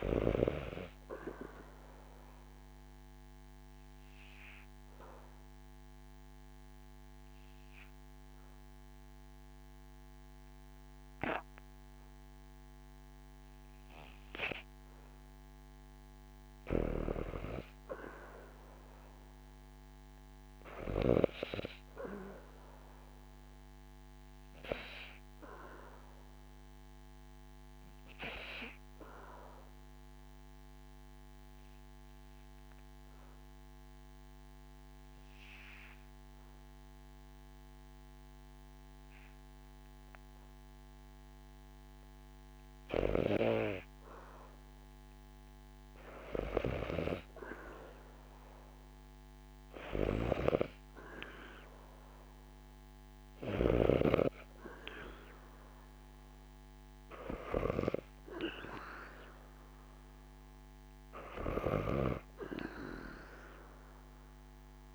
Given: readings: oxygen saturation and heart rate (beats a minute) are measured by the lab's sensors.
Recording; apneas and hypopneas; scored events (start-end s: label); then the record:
breathing in sleep by a microphone on the trachea; 2
2.00-14.50 s: obstructive apnea (oxygen 94% before, 70% lowest, heart rate 69 before, 73 extreme, up 2 after)
5.00-22.00 s: oxygen desaturation (device-marked, oxygen 94% before, 71% lowest, heart rate 68 before, 71 extreme)
16.00-19.00 s: arousal
16.00-21.00 s: snoring (device-marked)
29.00-42.50 s: obstructive apnea (oxygen 94% before, 70% lowest, heart rate 76 before, 70 extreme, up 0 after)
30.00-43.00 s: oxygen desaturation (device-marked, oxygen 93% before, 77% lowest, heart rate 76 before, 70 extreme)
45.50-49.00 s: arousal
49.50-53.50 s: snoring (device-marked)
54.00-64.95 s: oxygen desaturation (device-marked, oxygen 92% before, 70% lowest, heart rate 75 before, 72 extreme)
From the record:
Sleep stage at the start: N2 (light sleep); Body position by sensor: on the back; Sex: female